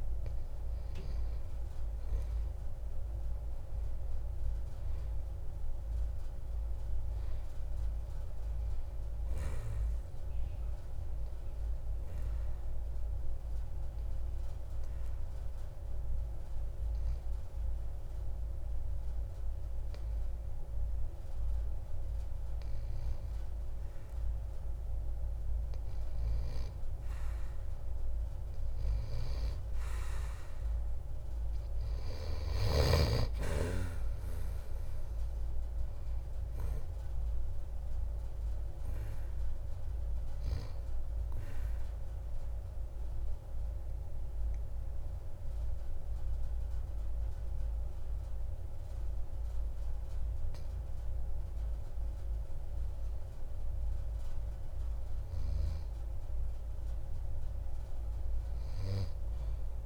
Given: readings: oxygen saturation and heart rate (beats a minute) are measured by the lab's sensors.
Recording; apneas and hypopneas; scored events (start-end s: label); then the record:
breathing in sleep by a room microphone; 2
12.00-26.00 s: obstructive apnea (oxygen 93% before, 91% lowest)
29.50-33.50 s: arousal
41.50-55.50 s: obstructive apnea (oxygen 94% before, 91% lowest)
From the record:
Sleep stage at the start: N2 (light sleep); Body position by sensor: on the back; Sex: male